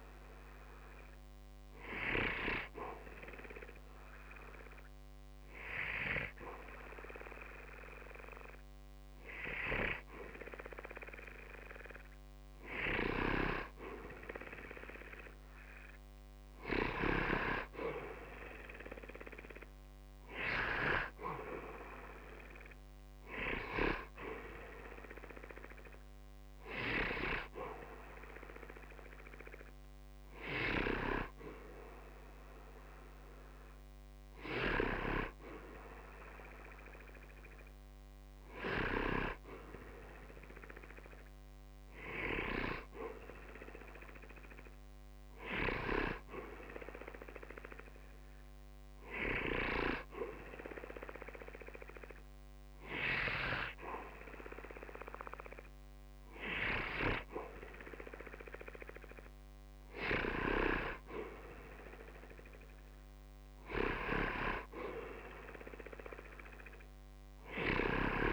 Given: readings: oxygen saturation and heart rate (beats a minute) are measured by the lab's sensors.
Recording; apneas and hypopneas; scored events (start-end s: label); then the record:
breathing in sleep by a microphone on the trachea; 1
1.00-12.50 s: hypopnea (oxygen 94% before, 90% lowest, heart rate 60 before, 60 extreme, up 16 after)
15.00-19.00 s: arousal
20.50-35.50 s: oxygen desaturation (device-marked, oxygen 93% before, 90% lowest, heart rate 61 before, 60 extreme)
From the record:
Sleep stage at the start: N2 (light sleep); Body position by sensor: on the back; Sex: male